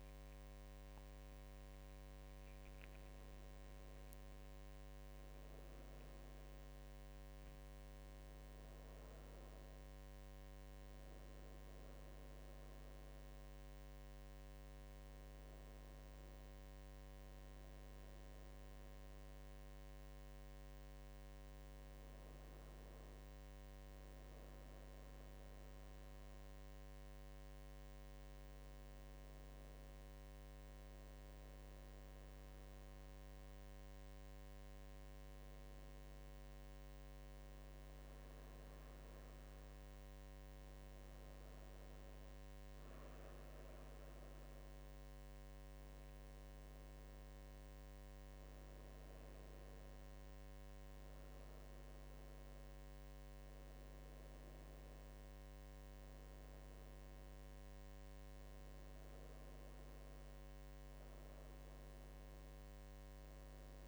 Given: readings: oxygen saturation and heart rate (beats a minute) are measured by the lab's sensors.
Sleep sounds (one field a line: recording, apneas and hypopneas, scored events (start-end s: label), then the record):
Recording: breathing in sleep, hard to hear, by a microphone on the trachea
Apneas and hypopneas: none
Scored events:
1.50-11.50 s: drop in pulse transit time (device-marked, heart rate 75 before, 77 extreme)
52.50-63.88 s: drop in pulse transit time (device-marked, heart rate 75 before, 83 extreme)
From the record:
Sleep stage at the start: N1 (lightest sleep)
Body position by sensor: on the right side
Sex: female